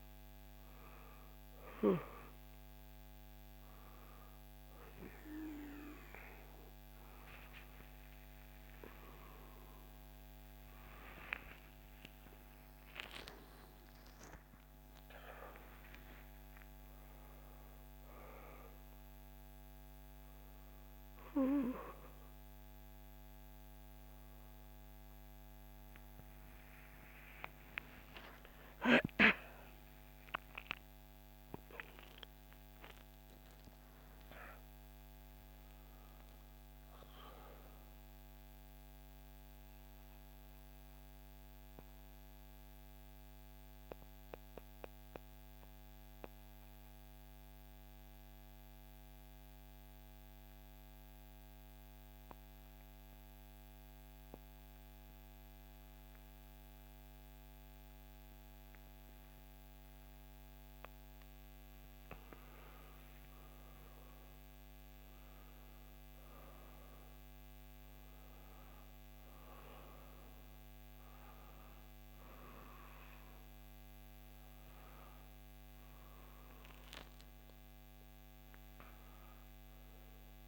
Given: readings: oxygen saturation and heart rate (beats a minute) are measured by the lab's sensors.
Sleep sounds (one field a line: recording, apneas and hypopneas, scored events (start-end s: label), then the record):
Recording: a person partly awake in a sleep study, by a microphone on the trachea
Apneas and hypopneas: 1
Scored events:
0.00-13.00 s: oxygen desaturation (device-marked, oxygen 86% lowest, heart rate 61 extreme)
8.00-38.00 s: new sleep stage, awake
26.50-28.50 s: long interval between heartbeats (device-marked, heart rate 65 before, 74 extreme)
38.00-80.48 s: new sleep stage, N2 (light sleep)
38.50-60.50 s: mixed apnea (oxygen 99% before, 91% lowest, heart rate 71 before, 59 extreme, up 8 after)
59.00-80.48 s: oxygen desaturation (device-marked, oxygen 98% before, 91% lowest, heart rate 62 before, 62 extreme)
62.00-66.50 s: arousal
From the record:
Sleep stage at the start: N2 (light sleep)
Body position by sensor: on the back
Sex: female